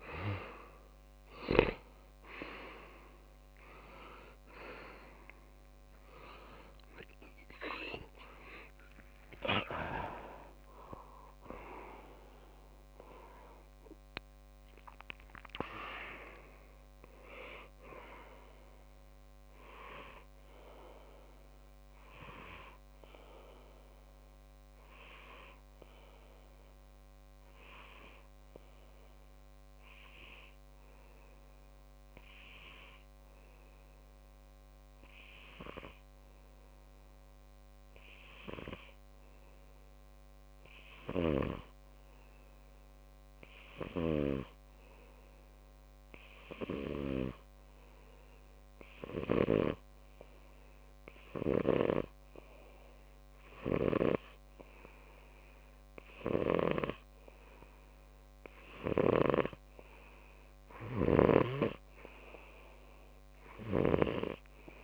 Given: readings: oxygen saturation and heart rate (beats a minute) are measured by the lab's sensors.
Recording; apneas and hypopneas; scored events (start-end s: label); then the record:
breathing in sleep by a microphone on the trachea; 1
6.50-10.00 s: arousal
21.00-47.50 s: hypopnea (oxygen 96% before, 94% lowest)
49.50-53.00 s: arousal
55.50-64.84 s: oxygen desaturation (device-marked, oxygen 99% before, 94% lowest)
From the record:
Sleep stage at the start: N2 (light sleep); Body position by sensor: on the left side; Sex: male